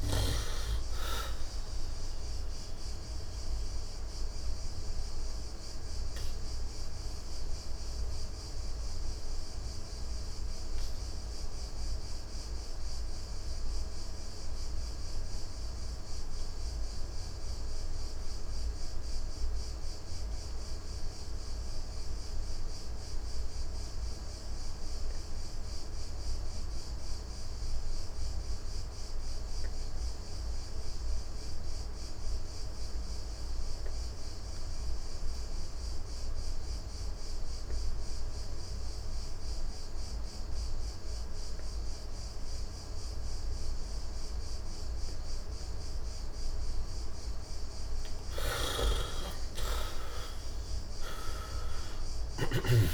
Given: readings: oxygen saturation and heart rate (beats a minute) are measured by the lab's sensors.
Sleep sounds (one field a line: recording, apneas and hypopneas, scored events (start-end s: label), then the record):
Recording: breathing in sleep by a room microphone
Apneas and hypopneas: 1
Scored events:
0.00-21.50 s: oxygen desaturation (device-marked, oxygen 51% lowest, heart rate 58 extreme)
5.50-47.00 s: obstructive apnea (oxygen 70% before, 44% lowest, heart rate 70 before, 65 extreme, up 15 after)
23.50-52.94 s: oxygen desaturation (device-marked, oxygen 99% before, 44% lowest, heart rate 75 before, 63 extreme)
49.50-52.94 s: arousal
From the record:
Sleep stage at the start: N2 (light sleep)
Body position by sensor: on the right side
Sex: male